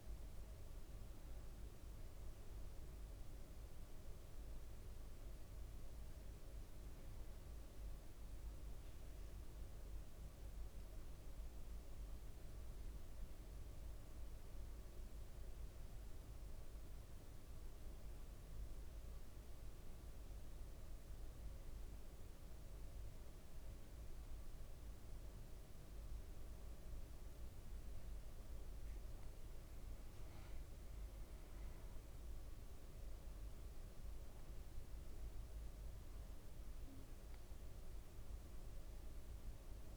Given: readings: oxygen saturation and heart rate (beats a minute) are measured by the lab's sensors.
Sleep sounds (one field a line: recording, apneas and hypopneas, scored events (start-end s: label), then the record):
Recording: breathing in sleep, hard to hear, by a room microphone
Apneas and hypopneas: 1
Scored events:
0.00-16.00 s: oxygen desaturation (device-marked, oxygen 93% lowest, heart rate 55 extreme)
10.00-23.50 s: central apnea (oxygen 97% before, 94% lowest, heart rate 58 before, 54 extreme, up 3 after)
26.00-31.00 s: arousal
32.00-39.97 s: oxygen desaturation (device-marked, oxygen 98% before, 95% lowest, heart rate 56 before, 54 extreme)
From the record:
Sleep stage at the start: N1 (lightest sleep)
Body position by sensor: on the back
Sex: male